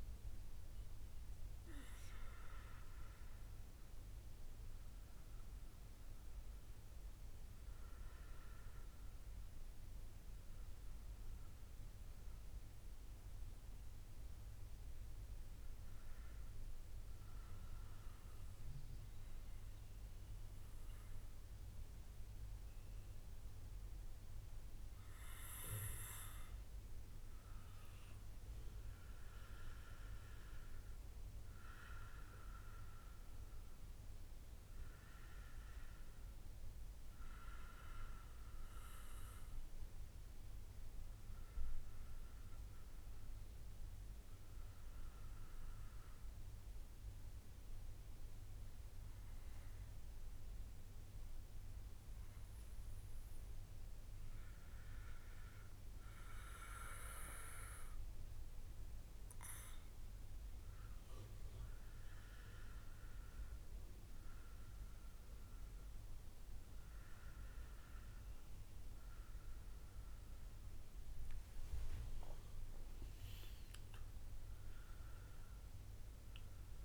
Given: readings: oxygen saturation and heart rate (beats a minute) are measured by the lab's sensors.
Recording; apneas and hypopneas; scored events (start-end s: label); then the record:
breathing in sleep by a room microphone; 2
4.00-8.50 s: arousal
17.50-28.00 s: obstructive apnea (oxygen 95% before, 91% lowest, heart rate 69 before, 56 extreme, up 1 after)
30.50-35.00 s: arousal
36.50-47.50 s: oxygen desaturation (device-marked, oxygen 94% before, 91% lowest, heart rate 67 before, 56 extreme)
43.50-56.00 s: obstructive apnea (oxygen 95% before, 91% lowest, heart rate 66 before, 56 extreme, up 11 after)
60.00-64.00 s: arousal
71.50-75.00 s: arousal
From the record:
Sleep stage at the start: N2 (light sleep); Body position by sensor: on the back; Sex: male